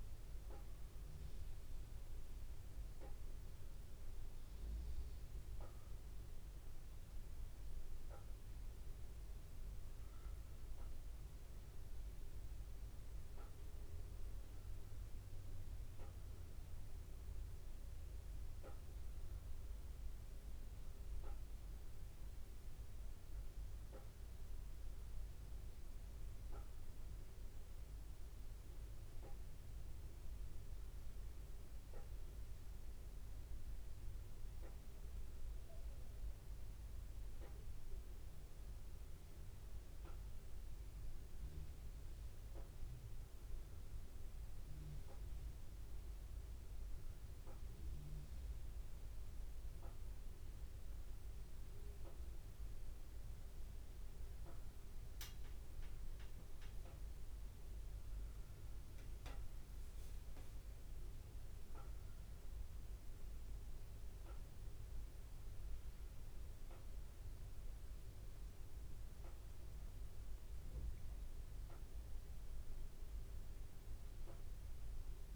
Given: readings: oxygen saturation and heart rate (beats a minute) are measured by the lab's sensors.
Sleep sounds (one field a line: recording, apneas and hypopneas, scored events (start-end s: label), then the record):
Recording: breathing in sleep, hard to hear, by a room microphone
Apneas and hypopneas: none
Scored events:
58.00-60.00 s: long interval between heartbeats (device-marked, heart rate 88 before, 98 extreme)
From the record:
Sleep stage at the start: N2 (light sleep)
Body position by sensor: on the back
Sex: male